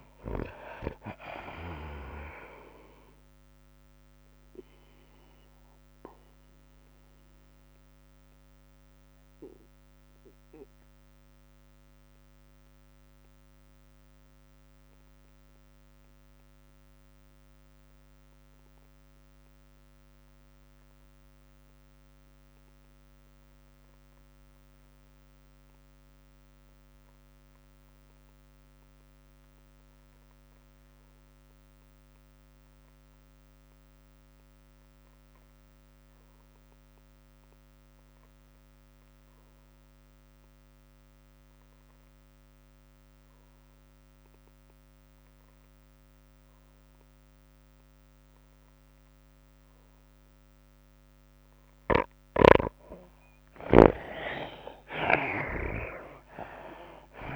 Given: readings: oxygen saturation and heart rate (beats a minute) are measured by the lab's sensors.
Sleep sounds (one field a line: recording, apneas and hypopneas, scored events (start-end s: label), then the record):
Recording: breathing in sleep by a microphone on the trachea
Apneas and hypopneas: 1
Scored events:
0.00-12.50 s: drop in pulse transit time (device-marked, heart rate 98 extreme)
0.00-12.50 s: tachycardia (device-marked, heart rate 105 extreme)
0.00-15.50 s: oxygen desaturation (device-marked, oxygen 80% lowest, heart rate 75 extreme)
4.00-52.50 s: mixed apnea (oxygen 98% before, 65% lowest, heart rate 97 before, 62 extreme, up 41 after)
24.50-57.36 s: oxygen desaturation (device-marked, oxygen 99% before, 65% lowest, heart rate 101 before, 62 extreme)
53.50-57.36 s: arousal
From the record:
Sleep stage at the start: N2 (light sleep)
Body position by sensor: on the right side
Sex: female